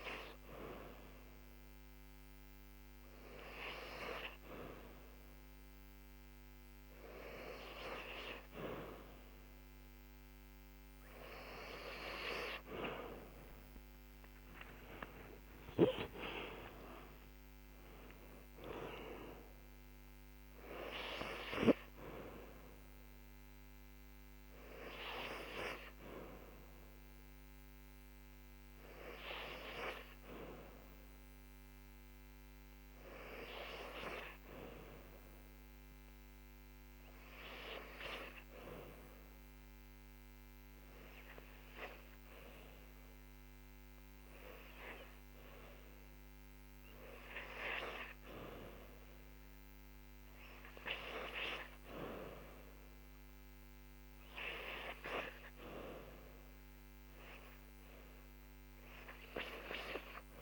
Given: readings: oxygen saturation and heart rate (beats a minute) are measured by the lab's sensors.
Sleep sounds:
breathing in sleep by a microphone on the trachea; 1
13.00-18.00 s: arousal
37.00-47.50 s: obstructive apnea (oxygen 97% before, 93% lowest, heart rate 78 before, 69 extreme, up 2 after)
49.50-53.00 s: arousal
57.00-60.42 s: oxygen desaturation (device-marked, oxygen 98% before, 94% lowest, heart rate 70 before, 69 extreme)
From the record:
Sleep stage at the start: N2 (light sleep); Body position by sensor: on the back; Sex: female

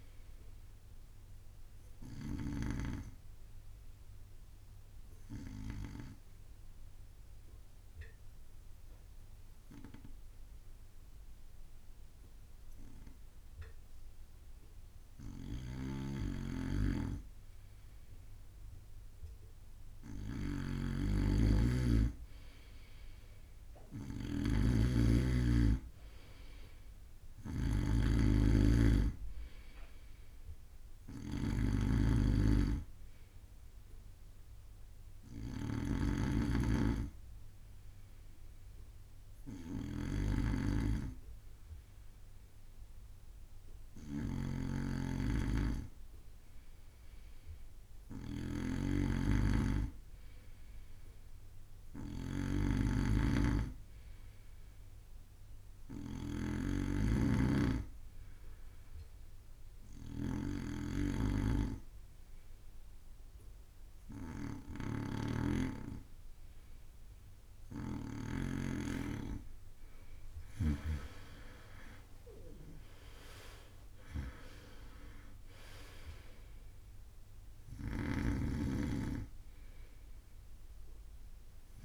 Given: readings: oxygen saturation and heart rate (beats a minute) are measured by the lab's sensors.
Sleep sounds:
breathing in sleep by a room microphone; 3
0.00-3.00 s: snoring (device-marked)
0.00-12.50 s: oxygen desaturation (device-marked, oxygen 93% lowest)
4.50-16.00 s: obstructive apnea (oxygen 97% before, 93% lowest)
15.50-69.00 s: snoring (device-marked)
20.50-26.00 s: arousal
37.00-47.50 s: hypopnea (oxygen 99% before, 95% lowest)
50.00-54.00 s: arousal
59.00-69.00 s: hypopnea (oxygen 97% before, 95% lowest)
71.00-75.00 s: arousal
78.00-81.85 s: snoring (device-marked)
From the record:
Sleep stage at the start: N2 (light sleep); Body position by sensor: on the right side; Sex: male

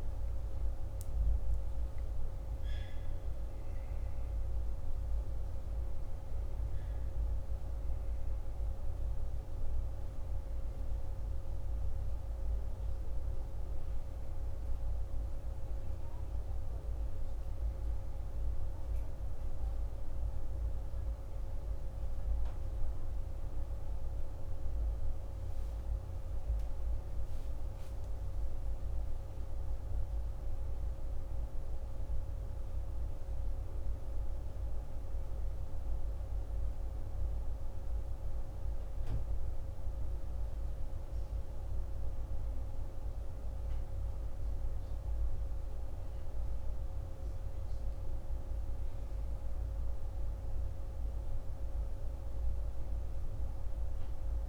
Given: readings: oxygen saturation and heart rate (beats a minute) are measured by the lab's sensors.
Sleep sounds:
a person partly awake in a sleep study, hard to hear, by a room microphone; none
38.00-54.49 s: new sleep stage, awake
From the record:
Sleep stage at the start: N1 (lightest sleep); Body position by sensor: on the back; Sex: male

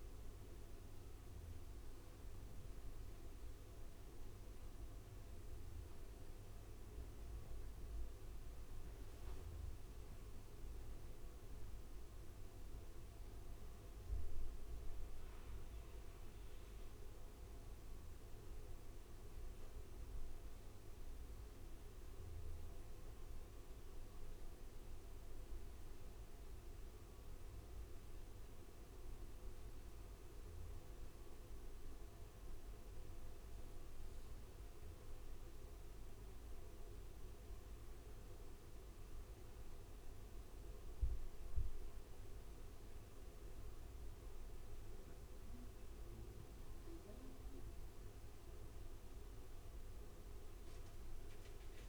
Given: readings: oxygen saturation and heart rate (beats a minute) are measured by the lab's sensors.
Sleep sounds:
breathing in sleep, hard to hear, by a room microphone; none
none scored
From the record:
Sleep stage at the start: N1 (lightest sleep); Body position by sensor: on the back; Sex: male

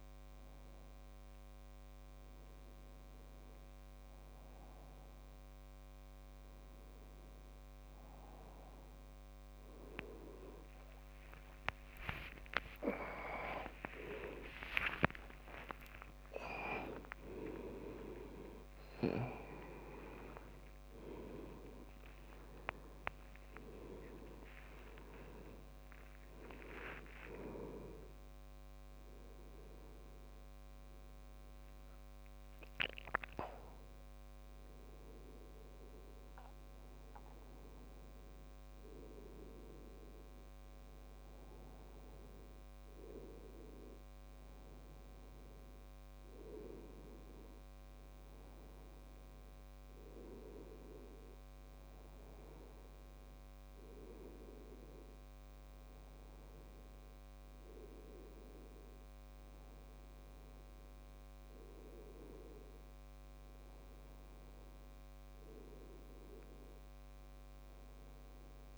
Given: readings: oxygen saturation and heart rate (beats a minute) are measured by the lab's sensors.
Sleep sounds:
a person awake in a sleep study, by a microphone on the trachea; none
12.00-17.00 s: tachycardia (device-marked, heart rate 75 before, 121 extreme)
14.00-16.00 s: long interval between heartbeats (device-marked, heart rate 72 before, 91 extreme)
16.50-18.50 s: long interval between heartbeats (device-marked, heart rate 75 before, 121 extreme)
24.00-30.00 s: tachycardia (device-marked, heart rate 76 before, 113 extreme)
27.00-29.00 s: long interval between heartbeats (device-marked, heart rate 83 before, 113 extreme)
33.50-35.50 s: long interval between heartbeats (device-marked, heart rate 95 before, 90 extreme)
From the record:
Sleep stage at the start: awake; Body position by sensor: on the back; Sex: male

